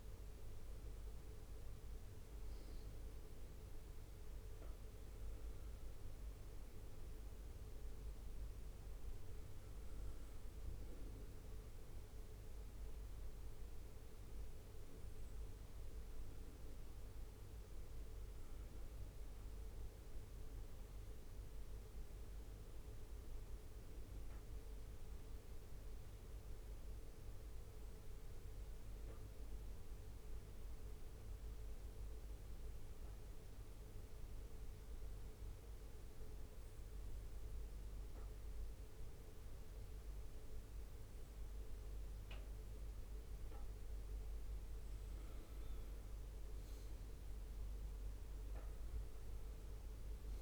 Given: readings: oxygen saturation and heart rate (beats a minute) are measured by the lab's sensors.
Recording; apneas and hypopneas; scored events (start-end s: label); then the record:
breathing in sleep, hard to hear, by a room microphone; 2
6.00-17.50 s: hypopnea (oxygen 97% before, 94% lowest, heart rate 65 before, 60 extreme, up 3 after)
19.50-23.50 s: arousal
30.00-42.50 s: obstructive apnea (oxygen 99% before, 95% lowest, heart rate 63 before, 60 extreme, up 4 after)
45.00-50.00 s: arousal
From the record:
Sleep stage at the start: N2 (light sleep); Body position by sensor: on the right side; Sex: male